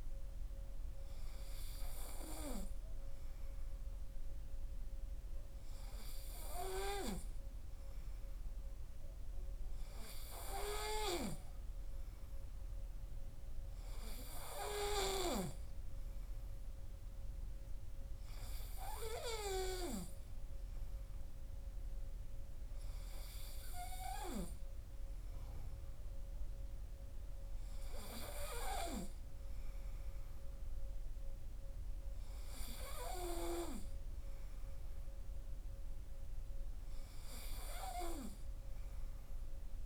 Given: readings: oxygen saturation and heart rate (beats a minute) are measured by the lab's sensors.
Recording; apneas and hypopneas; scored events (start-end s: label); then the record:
breathing in sleep by a room microphone; none
none scored
From the record:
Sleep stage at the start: N3 (deep sleep); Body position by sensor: on the right side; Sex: male